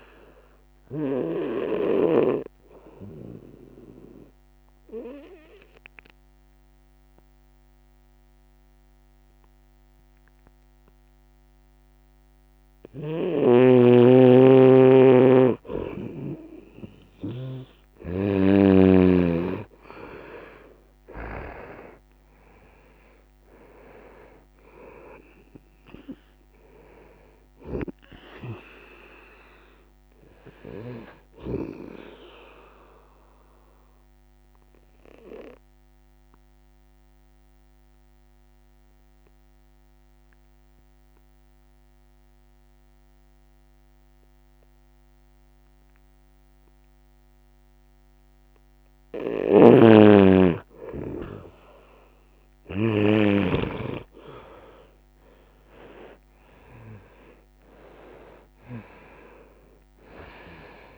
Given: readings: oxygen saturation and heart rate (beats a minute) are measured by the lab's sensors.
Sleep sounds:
breathing in sleep by a microphone on the trachea; 2
0.00-2.00 s: snoring (device-marked)
0.00-6.50 s: bradycardia (device-marked)
1.50-13.00 s: obstructive apnea (oxygen 98% before, 91% lowest, heart rate 98 before, 36 extreme, up 56 after)
7.50-21.50 s: oxygen desaturation (device-marked, oxygen 98% before, 94% lowest, heart rate 71 before, 67 extreme)
15.00-18.50 s: snoring (device-marked)
18.50-21.50 s: arousal
27.50-50.50 s: oxygen desaturation (device-marked, oxygen 97% before, 91% lowest, heart rate 70 before, 68 extreme)
33.00-49.00 s: obstructive apnea (oxygen 97% before, 90% lowest, heart rate 74 before, 68 extreme, up 5 after)
49.00-53.00 s: snoring (device-marked)
51.50-55.00 s: arousal
57.50-60.98 s: oxygen desaturation (device-marked, oxygen 99% before, 90% lowest, heart rate 69 before, 66 extreme)
From the record:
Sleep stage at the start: N2 (light sleep); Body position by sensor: on the right side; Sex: male

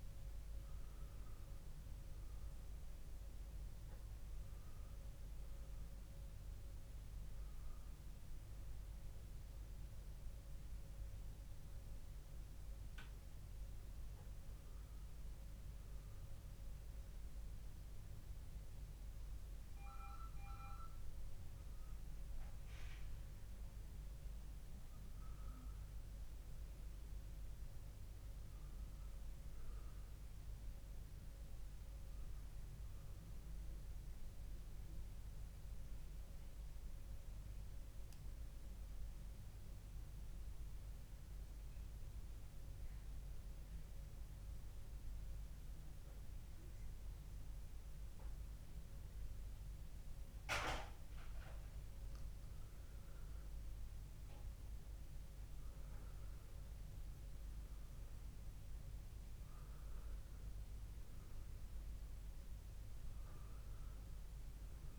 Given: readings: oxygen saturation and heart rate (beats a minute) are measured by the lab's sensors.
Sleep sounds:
breathing in sleep, hard to hear, by a room microphone; 1
0.00-3.50 s: oxygen desaturation (device-marked, oxygen 93% lowest, heart rate 58 extreme)
29.50-32.50 s: arousal
36.50-52.00 s: central apnea (oxygen 100% before, 93% lowest, heart rate 60 before, 60 extreme, up 2 after)
44.50-64.99 s: new sleep stage, N2 (light sleep)
54.50-58.00 s: arousal
From the record:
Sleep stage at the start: N1 (lightest sleep); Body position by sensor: on the back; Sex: male

